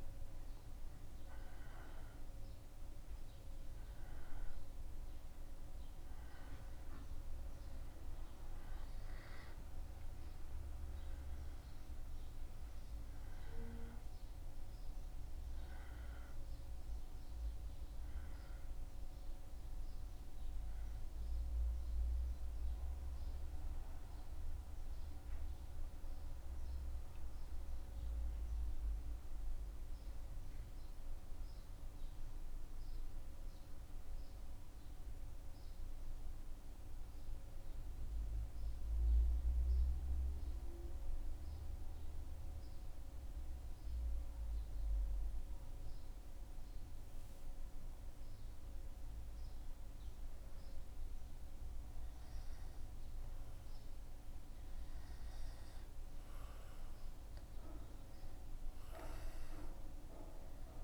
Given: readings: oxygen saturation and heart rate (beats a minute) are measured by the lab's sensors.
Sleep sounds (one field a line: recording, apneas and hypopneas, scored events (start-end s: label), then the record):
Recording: breathing in sleep, hard to hear, by a room microphone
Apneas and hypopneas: 1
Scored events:
0.00-5.00 s: arousal
24.00-47.00 s: central apnea (oxygen 95% before, 93% lowest, heart rate 77 before, 74 extreme, up 2 after)
48.00-51.00 s: arousal
From the record:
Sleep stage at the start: N2 (light sleep)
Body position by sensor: on the back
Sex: male